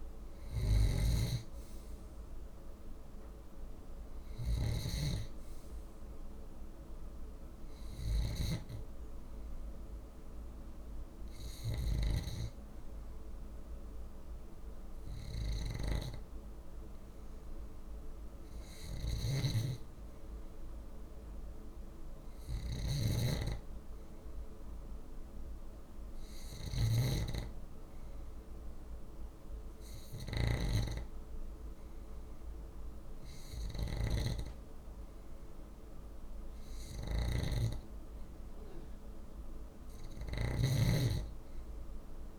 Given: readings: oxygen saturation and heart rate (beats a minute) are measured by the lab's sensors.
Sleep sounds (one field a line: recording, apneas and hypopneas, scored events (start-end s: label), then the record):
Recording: breathing in sleep by a room microphone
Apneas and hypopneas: none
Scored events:
0.00-42.39 s: snoring (device-marked)
From the record:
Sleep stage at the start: N2 (light sleep)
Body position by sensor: on the left side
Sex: male